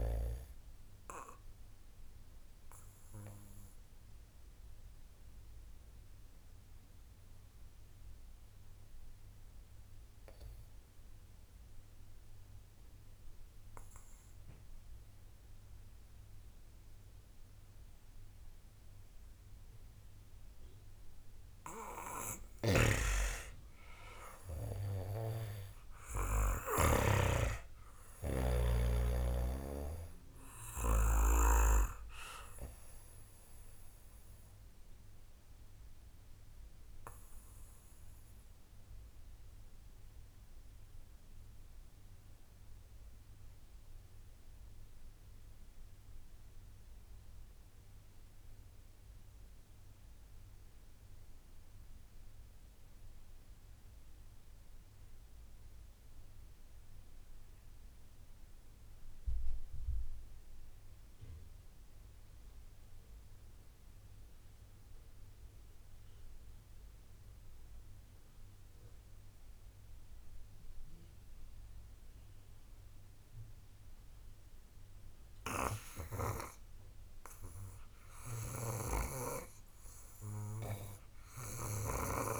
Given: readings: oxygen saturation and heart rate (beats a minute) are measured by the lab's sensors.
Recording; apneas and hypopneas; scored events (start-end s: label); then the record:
breathing in sleep by a room microphone; 2
0.00-17.00 s: oxygen desaturation (device-marked, oxygen 88% lowest, heart rate 28 extreme)
1.50-21.00 s: obstructive apnea (oxygen 97% before, 88% lowest, heart rate 60 before, 28 extreme, up 13 after)
22.50-27.00 s: snoring (device-marked)
23.50-27.50 s: arousal
29.00-48.00 s: oxygen desaturation (device-marked, oxygen 96% before, 91% lowest, heart rate 72 before, 28 extreme)
33.50-78.00 s: obstructive apnea (oxygen 97% before, 82% lowest, heart rate 71 before, 41 extreme, up 2 after)
59.00-82.40 s: oxygen desaturation (device-marked, oxygen 97% before, 82% lowest)
80.00-82.40 s: arousal
From the record:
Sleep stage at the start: REM sleep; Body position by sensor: on the back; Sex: male